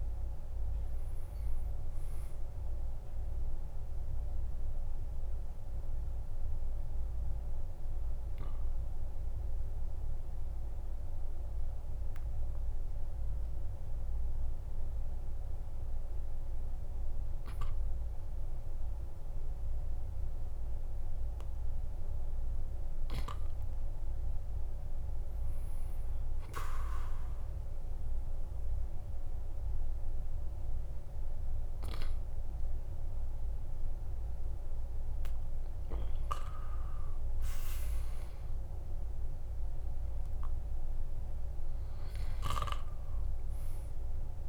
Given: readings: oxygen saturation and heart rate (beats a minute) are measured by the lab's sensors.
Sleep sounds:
breathing in sleep, hard to hear, by a room microphone; 1
0.00-21.50 s: oxygen desaturation (device-marked, oxygen 84% lowest, heart rate 52 extreme)
3.00-20.50 s: hypopnea (oxygen 96% before, 84% lowest, heart rate 63 before, 52 extreme, up 6 after)
23.50-26.50 s: arousal
28.50-44.49 s: new sleep stage, REM sleep
From the record:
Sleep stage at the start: N2 (light sleep); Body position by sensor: on the back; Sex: male

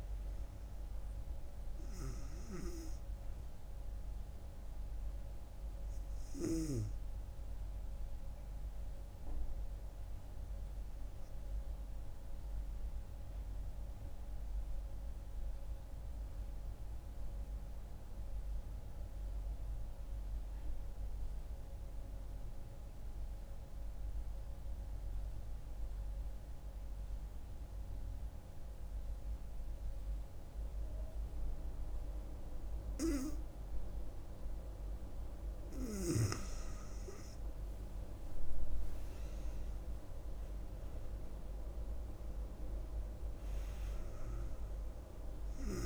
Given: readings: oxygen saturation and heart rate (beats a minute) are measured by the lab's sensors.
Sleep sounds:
breathing in sleep by a room microphone; 1
0.00-5.00 s: oxygen desaturation (device-marked, oxygen 91% lowest, heart rate 65 extreme)
9.00-36.00 s: obstructive apnea (oxygen 97% before, 91% lowest, heart rate 74 before, 66 extreme, up 10 after)
33.00-45.86 s: oxygen desaturation (device-marked, oxygen 99% before, 92% lowest, heart rate 68 before, 66 extreme)
40.00-44.50 s: arousal
From the record:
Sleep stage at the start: N2 (light sleep); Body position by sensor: on the back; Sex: female

